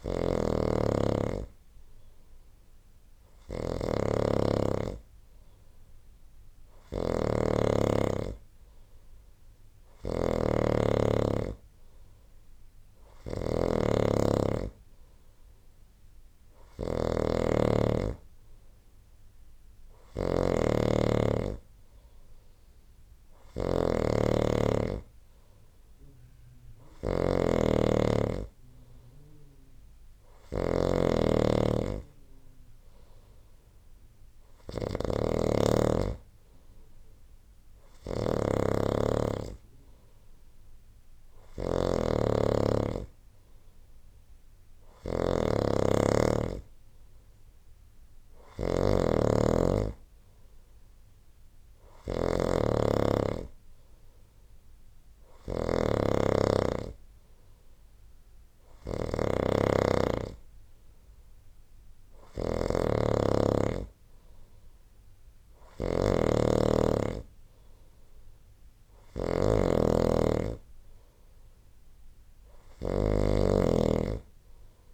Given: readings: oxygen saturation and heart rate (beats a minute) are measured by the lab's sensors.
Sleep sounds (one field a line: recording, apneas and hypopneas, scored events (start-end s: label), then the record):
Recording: breathing in sleep by a room microphone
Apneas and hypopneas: none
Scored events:
0.00-74.94 s: snoring (device-marked)
From the record:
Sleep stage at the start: N2 (light sleep)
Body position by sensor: on the right side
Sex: male